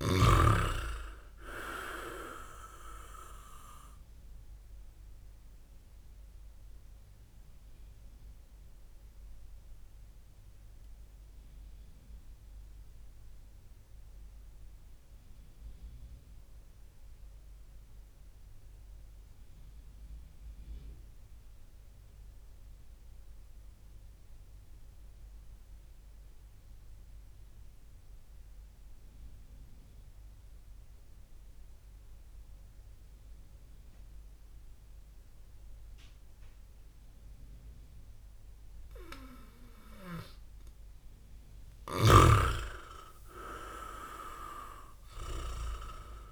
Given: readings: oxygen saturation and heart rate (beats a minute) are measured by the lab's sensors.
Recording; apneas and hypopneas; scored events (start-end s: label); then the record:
breathing in sleep by a room microphone; 1
0.00-11.00 s: oxygen desaturation (device-marked, oxygen 95% lowest, heart rate 52 extreme)
5.00-38.50 s: obstructive apnea (oxygen 100% before, 95% lowest, heart rate 63 before, 52 extreme, up 20 after)
43.00-46.32 s: arousal
From the record:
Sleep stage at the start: N2 (light sleep); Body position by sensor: on the back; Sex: male